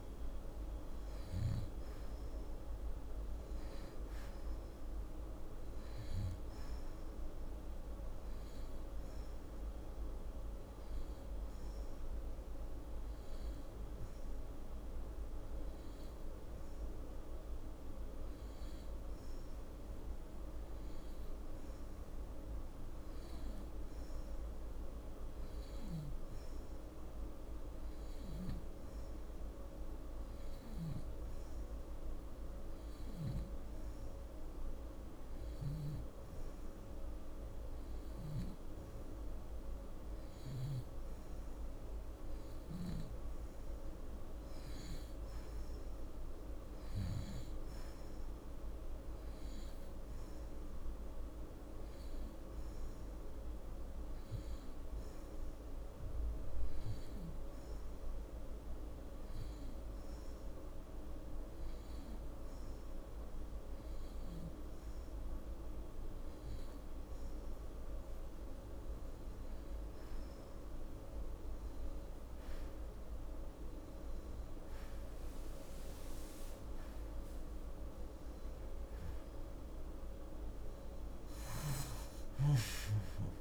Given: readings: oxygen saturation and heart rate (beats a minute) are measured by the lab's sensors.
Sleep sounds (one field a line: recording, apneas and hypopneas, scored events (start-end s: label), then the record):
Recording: breathing in sleep, hard to hear, by a room microphone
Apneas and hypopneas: none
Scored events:
70.00-83.41 s: new sleep stage, N1 (lightest sleep)
72.50-78.00 s: arousal
From the record:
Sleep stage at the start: N2 (light sleep)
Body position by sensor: on the back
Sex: female